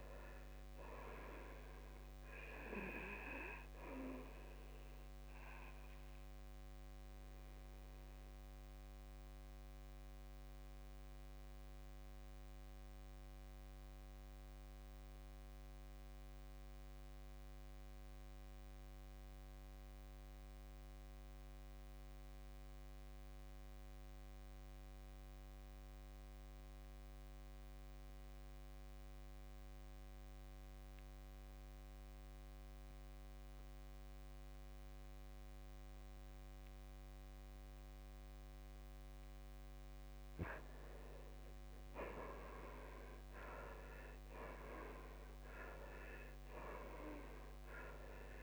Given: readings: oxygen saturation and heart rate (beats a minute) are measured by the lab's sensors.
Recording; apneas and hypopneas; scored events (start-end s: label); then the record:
breathing in sleep by a microphone on the trachea; 1
0.00-23.50 s: oxygen desaturation (device-marked, oxygen 90% lowest, heart rate 55 extreme)
5.50-38.50 s: obstructive apnea (oxygen 98% before, 78% lowest, heart rate 59 before, 55 extreme, up 12 after)
28.50-48.42 s: oxygen desaturation (device-marked, oxygen 97% before, 78% lowest, heart rate 57 before, 57 extreme)
40.00-44.00 s: arousal
From the record:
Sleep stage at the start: N2 (light sleep); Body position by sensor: on the back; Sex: male